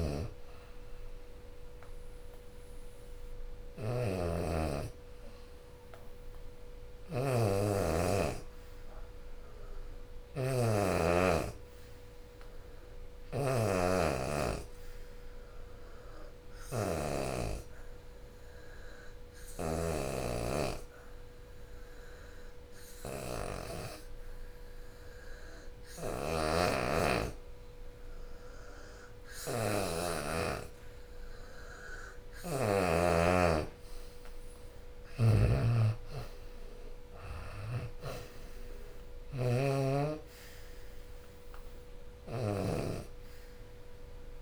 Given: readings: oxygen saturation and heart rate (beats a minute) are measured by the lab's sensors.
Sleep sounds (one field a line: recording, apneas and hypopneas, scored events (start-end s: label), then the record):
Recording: breathing in sleep by a room microphone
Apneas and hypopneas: 1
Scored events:
0.00-2.00 s: drop in pulse transit time (device-marked, heart rate 76 extreme)
0.00-10.00 s: oxygen desaturation (device-marked, oxygen 83% lowest, heart rate 69 extreme)
12.50-31.00 s: obstructive apnea (oxygen 93% before, 83% lowest, heart rate 80 before, 67 extreme, up 19 after)
15.00-22.00 s: oxygen desaturation (device-marked, oxygen 93% before, 87% lowest, heart rate 80 before, 70 extreme)
31.00-44.42 s: oxygen desaturation (device-marked, oxygen 88% before, 84% lowest, heart rate 75 before, 67 extreme)
32.00-44.42 s: drop in pulse transit time (device-marked, heart rate 75 before, 77 extreme)
34.50-38.50 s: arousal
From the record:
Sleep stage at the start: N2 (light sleep)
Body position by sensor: on the back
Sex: female